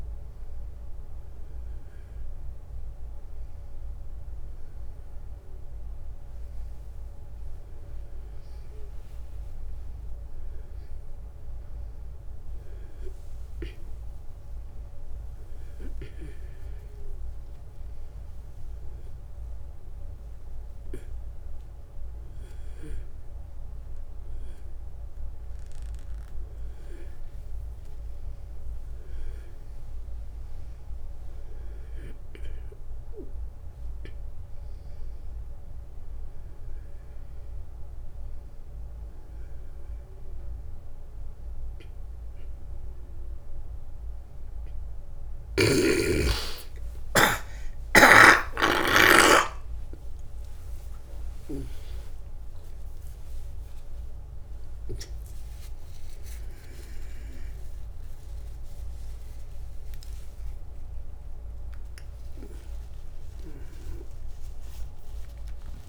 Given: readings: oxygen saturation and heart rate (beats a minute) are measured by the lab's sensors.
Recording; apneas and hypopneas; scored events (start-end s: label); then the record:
a person awake in a sleep study, by a room microphone; none
none scored
From the record:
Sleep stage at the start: awake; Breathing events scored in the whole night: 243 in 4.0 hours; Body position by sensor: on the back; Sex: male